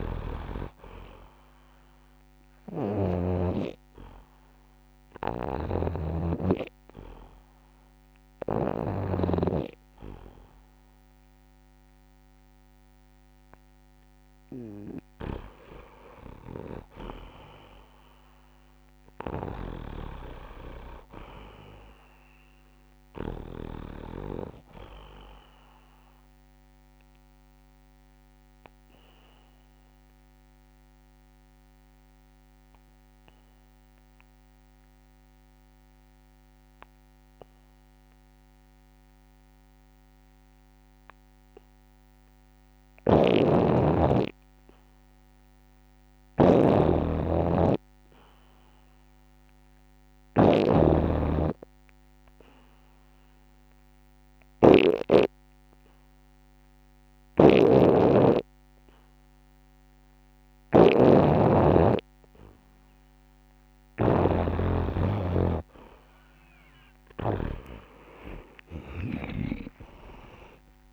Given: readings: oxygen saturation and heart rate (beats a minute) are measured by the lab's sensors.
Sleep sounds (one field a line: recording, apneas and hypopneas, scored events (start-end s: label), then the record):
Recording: breathing in sleep by a microphone on the trachea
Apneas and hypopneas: 3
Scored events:
0.00-3.00 s: snoring (device-marked)
0.50-17.50 s: oxygen desaturation (device-marked, oxygen 94% before, 88% lowest, heart rate 68 before, 57 extreme)
3.50-13.50 s: hypopnea (oxygen 94% before, 87% lowest, heart rate 70 before, 57 extreme, up 1 after)
5.00-8.50 s: snoring (device-marked)
15.00-23.50 s: snoring (device-marked)
16.50-18.50 s: long interval between heartbeats (device-marked, heart rate 70 before, 59 extreme)
18.50-22.00 s: arousal
23.50-25.50 s: long interval between heartbeats (device-marked, heart rate 67 before, 59 extreme)
27.00-42.50 s: obstructive apnea (oxygen 95% before, 87% lowest, heart rate 65 before, 59 extreme, up 3 after)
31.50-39.50 s: oxygen desaturation (device-marked, oxygen 95% before, 91% lowest, heart rate 62 before, 59 extreme)
42.50-67.50 s: snoring (device-marked)
46.50-49.50 s: arousal
49.50-68.50 s: oxygen desaturation (device-marked, oxygen 98% before, 87% lowest, heart rate 69 before, 59 extreme)
53.00-64.00 s: hypopnea (oxygen 98% before, 87% lowest, heart rate 69 before, 59 extreme, up 40 after)
58.00-60.00 s: long interval between heartbeats (device-marked, heart rate 68 before, 66 extreme)
69.50-70.93 s: arousal
From the record:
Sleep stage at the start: N2 (light sleep)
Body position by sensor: on the back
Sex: male